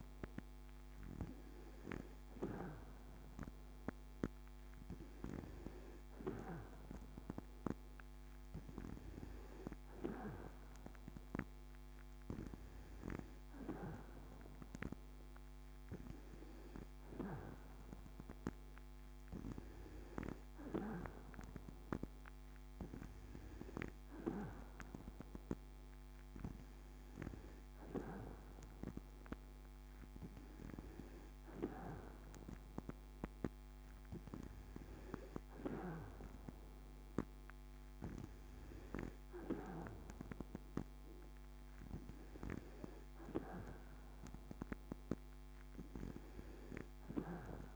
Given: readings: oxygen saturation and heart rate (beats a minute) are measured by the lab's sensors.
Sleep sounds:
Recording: breathing in sleep by a microphone on the trachea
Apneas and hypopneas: none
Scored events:
none scored
From the record:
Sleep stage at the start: N2 (light sleep)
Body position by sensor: on the back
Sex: female

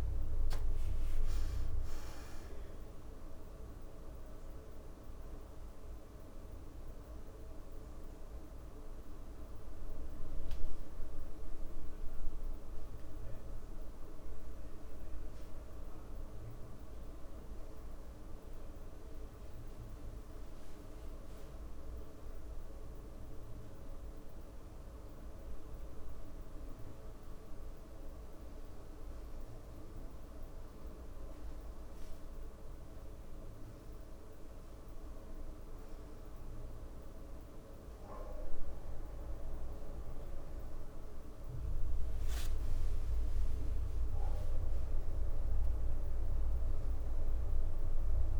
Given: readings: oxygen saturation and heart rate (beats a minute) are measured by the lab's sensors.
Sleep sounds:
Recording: breathing in sleep, hard to hear, by a room microphone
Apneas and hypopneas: none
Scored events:
0.00-2.00 s: arousal
13.50-16.50 s: leg movement (device-marked)
19.50-22.50 s: leg movement (device-marked)
40.00-44.50 s: arousal
41.00-45.00 s: leg movement (device-marked)
From the record:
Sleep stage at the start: N2 (light sleep)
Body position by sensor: on the back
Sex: female

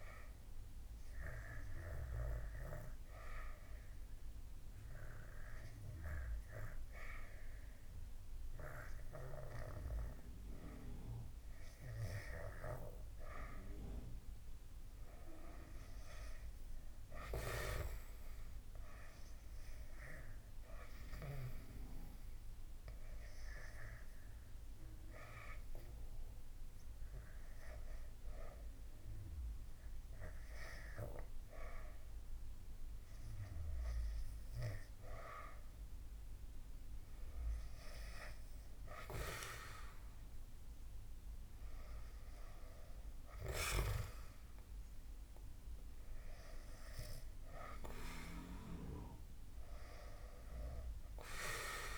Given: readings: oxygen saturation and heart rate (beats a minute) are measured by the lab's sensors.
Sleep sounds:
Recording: breathing in sleep by a room microphone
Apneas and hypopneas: 1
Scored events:
3.50-13.50 s: hypopnea (oxygen 98% before, 86% lowest, heart rate 77 before, 78 extreme, up 4 after)
12.50-43.50 s: oxygen desaturation (device-marked, oxygen 97% before, 86% lowest, heart rate 77 before, 77 extreme)
15.00-19.00 s: arousal
17.50-51.98 s: new sleep stage, N2 (light sleep)
From the record:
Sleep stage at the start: REM sleep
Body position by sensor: on the back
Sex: male

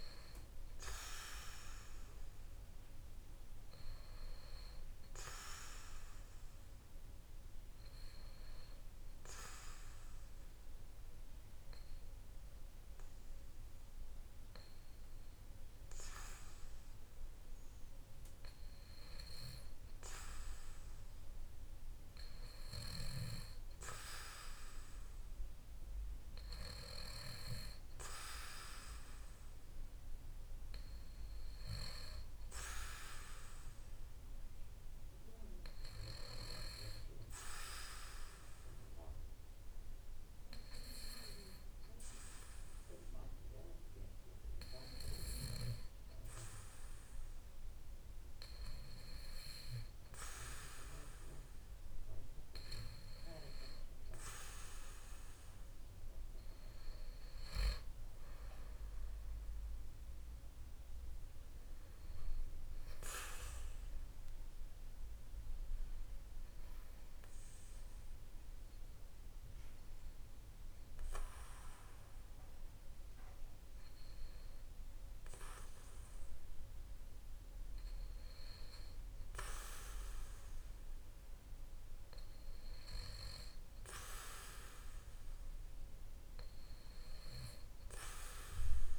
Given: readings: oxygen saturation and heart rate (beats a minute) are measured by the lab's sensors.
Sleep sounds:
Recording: breathing in sleep by a room microphone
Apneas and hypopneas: 2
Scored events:
7.00-21.50 s: hypopnea (oxygen 95% before, 92% lowest, heart rate 57 before, 54 extreme, up 2 after)
23.50-27.00 s: arousal
39.00-52.50 s: hypopnea (oxygen 95% before, 92% lowest, heart rate 56 before, 52 extreme, up 3 after)
55.00-58.50 s: arousal
From the record:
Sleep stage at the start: N2 (light sleep)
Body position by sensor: on the back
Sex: male

